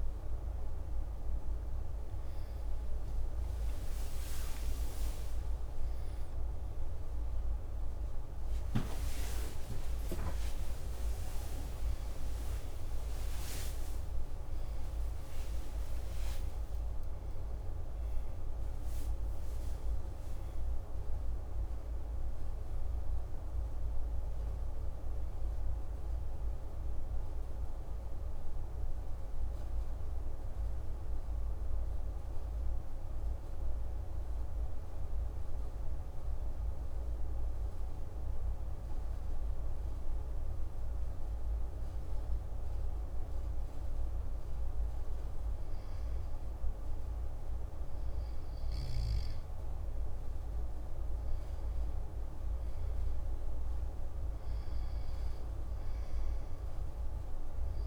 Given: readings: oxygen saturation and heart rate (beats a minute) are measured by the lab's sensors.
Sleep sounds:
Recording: a person partly awake in a sleep study, hard to hear, by a room microphone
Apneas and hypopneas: 1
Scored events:
0.00-10.50 s: oxygen desaturation (device-marked, oxygen 93% lowest)
20.50-57.87 s: new sleep stage, N2 (light sleep)
33.50-44.00 s: obstructive apnea (oxygen 98% before, 92% lowest)
46.00-49.50 s: arousal
From the record:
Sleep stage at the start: awake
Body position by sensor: on the back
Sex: male

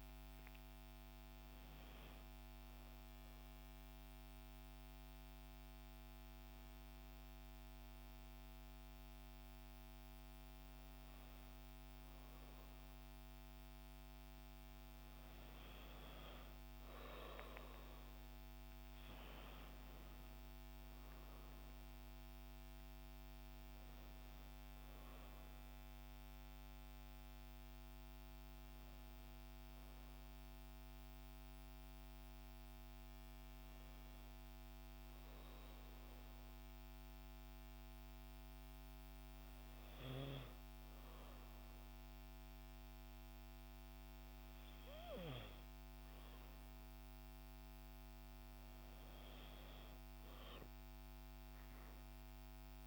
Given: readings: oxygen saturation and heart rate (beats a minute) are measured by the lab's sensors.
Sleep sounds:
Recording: breathing in sleep, hard to hear, by a microphone on the trachea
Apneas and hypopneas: 2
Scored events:
3.50-14.00 s: hypopnea (oxygen 96% before, 93% lowest, heart rate 55 before, 52 extreme, up 6 after)
16.00-19.00 s: arousal
30.00-40.50 s: hypopnea (oxygen 95% before, 92% lowest, heart rate 55 before, 53 extreme, up 1 after)
42.50-46.00 s: arousal
From the record:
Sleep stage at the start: N2 (light sleep)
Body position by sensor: on the back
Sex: female

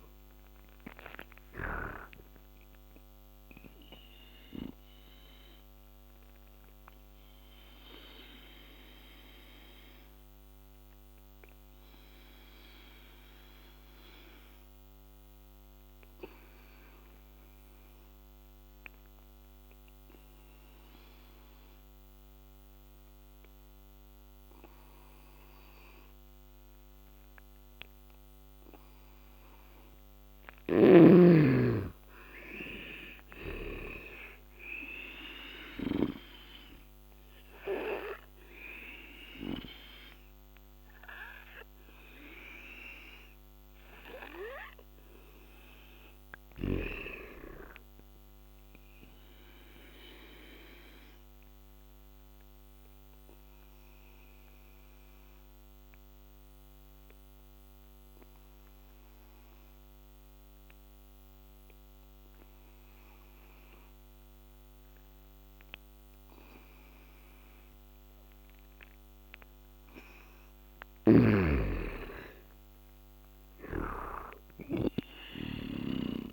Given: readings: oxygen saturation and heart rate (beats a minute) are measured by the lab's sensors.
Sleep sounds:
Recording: breathing in sleep by a microphone on the trachea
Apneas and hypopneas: 2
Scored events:
1.00-28.00 s: oxygen desaturation (device-marked, oxygen 97% before, 86% lowest, heart rate 72 before, 73 extreme)
3.00-28.50 s: obstructive apnea (oxygen 97% before, 86% lowest, heart rate 73 before, 73 extreme, up 8 after)
31.00-34.00 s: arousal
38.00-62.00 s: oxygen desaturation (device-marked, oxygen 98% before, 90% lowest, heart rate 76 before, 70 extreme)
49.50-69.00 s: obstructive apnea (oxygen 98% before, 90% lowest, heart rate 80 before, 70 extreme, up 10 after)
70.50-74.50 s: snoring (device-marked)
71.50-74.50 s: arousal
75.00-76.32 s: oxygen desaturation (device-marked, oxygen 97% before, 90% lowest, heart rate 73 before, 68 extreme)
From the record:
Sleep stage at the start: N2 (light sleep)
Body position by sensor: on the back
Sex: male

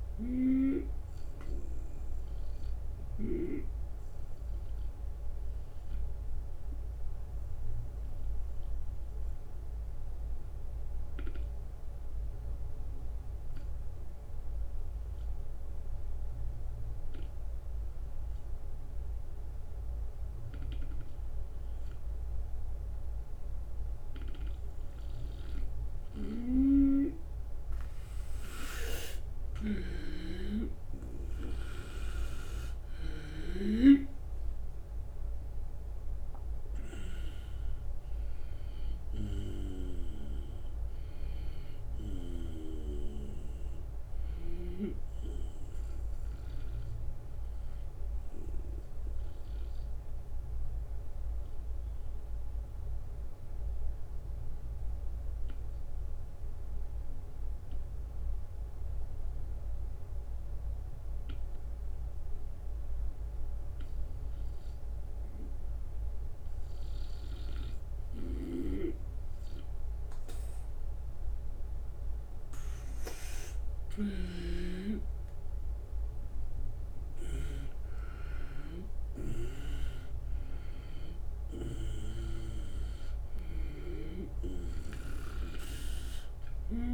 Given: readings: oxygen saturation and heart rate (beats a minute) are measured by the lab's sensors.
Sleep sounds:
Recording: breathing in sleep by a room microphone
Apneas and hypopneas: 2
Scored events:
0.00-1.00 s: drop in pulse transit time (device-marked, heart rate 80 extreme)
0.00-3.00 s: snoring (device-marked)
0.00-15.00 s: oxygen desaturation (device-marked, oxygen 91% lowest, heart rate 76 extreme)
6.00-25.00 s: obstructive apnea (oxygen 97% before, 91% lowest, heart rate 81 before, 76 extreme, up 5 after)
25.50-33.00 s: snoring (device-marked)
29.50-35.00 s: arousal
30.00-46.00 s: oxygen desaturation (device-marked, oxygen 97% before, 92% lowest, heart rate 77 before, 77 extreme)
34.00-46.00 s: drop in pulse transit time (device-marked, heart rate 78 before, 81 extreme)
50.00-66.50 s: obstructive apnea (oxygen 97% before, 91% lowest, heart rate 82 before, 77 extreme, up 3 after)
67.50-86.94 s: snoring (device-marked)
73.00-86.94 s: oxygen desaturation (device-marked, oxygen 97% before, 91% lowest, heart rate 78 before, 75 extreme)
76.00-80.50 s: arousal
77.00-86.94 s: drop in pulse transit time (device-marked, heart rate 78 before, 82 extreme)
From the record:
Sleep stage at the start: N2 (light sleep)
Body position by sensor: on the right side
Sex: male

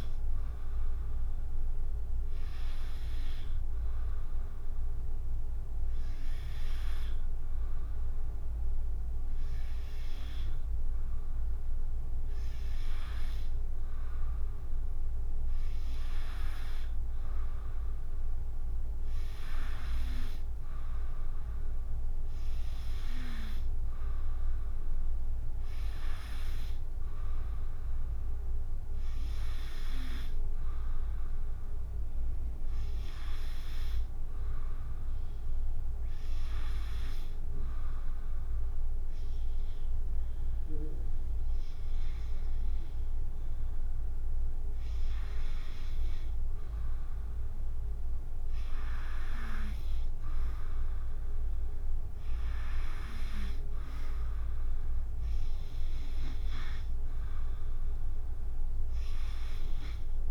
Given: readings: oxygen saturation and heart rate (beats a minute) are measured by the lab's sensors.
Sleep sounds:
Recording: breathing in sleep by a room microphone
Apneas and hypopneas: 1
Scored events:
37.50-48.00 s: hypopnea (oxygen 95% before, 91% lowest, heart rate 73 before, 58 extreme, up 18 after)
50.00-54.00 s: arousal
53.00-60.31 s: new sleep stage, REM sleep
From the record:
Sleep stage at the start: N2 (light sleep)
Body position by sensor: on the back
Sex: female

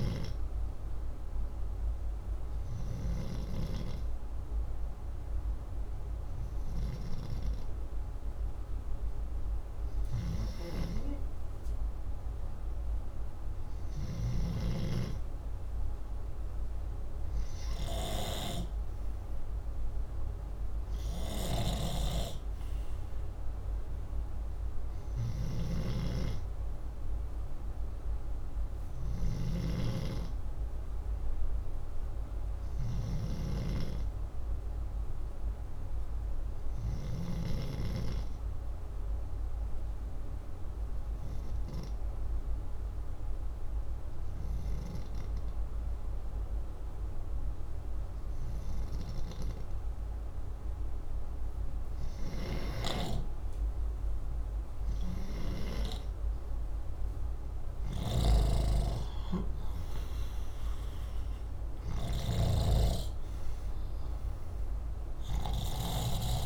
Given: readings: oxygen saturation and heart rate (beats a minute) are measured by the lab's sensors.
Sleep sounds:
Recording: breathing in sleep by a room microphone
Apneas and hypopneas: 1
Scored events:
12.00-23.00 s: oxygen desaturation (device-marked, oxygen 95% before, 92% lowest, heart rate 65 before, 62 extreme)
21.00-37.00 s: snoring (device-marked)
31.00-35.00 s: arousal
33.00-44.00 s: oxygen desaturation (device-marked, oxygen 95% before, 92% lowest, heart rate 66 before, 62 extreme)
39.50-51.00 s: obstructive apnea (oxygen 95% before, 90% lowest, heart rate 66 before, 62 extreme, up 17 after)
53.50-56.50 s: arousal
57.50-66.00 s: snoring (device-marked)
From the record:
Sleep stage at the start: N2 (light sleep)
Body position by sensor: upright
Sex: male

